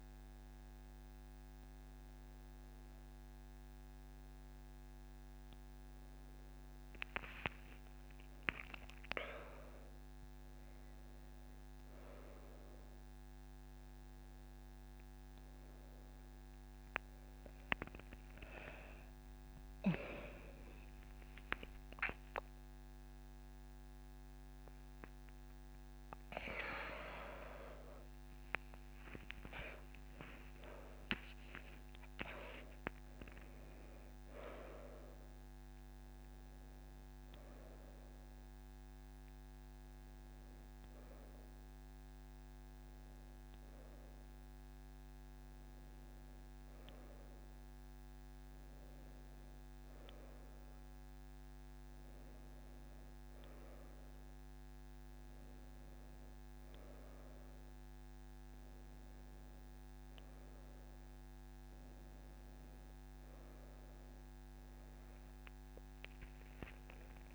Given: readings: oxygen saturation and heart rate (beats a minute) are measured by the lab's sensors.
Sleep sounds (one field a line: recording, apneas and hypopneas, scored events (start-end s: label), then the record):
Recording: a person awake in a sleep study, by a microphone on the trachea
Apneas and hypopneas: none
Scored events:
none scored
From the record:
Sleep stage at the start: awake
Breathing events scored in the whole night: 138 in 5.5 hours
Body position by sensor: on the right side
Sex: female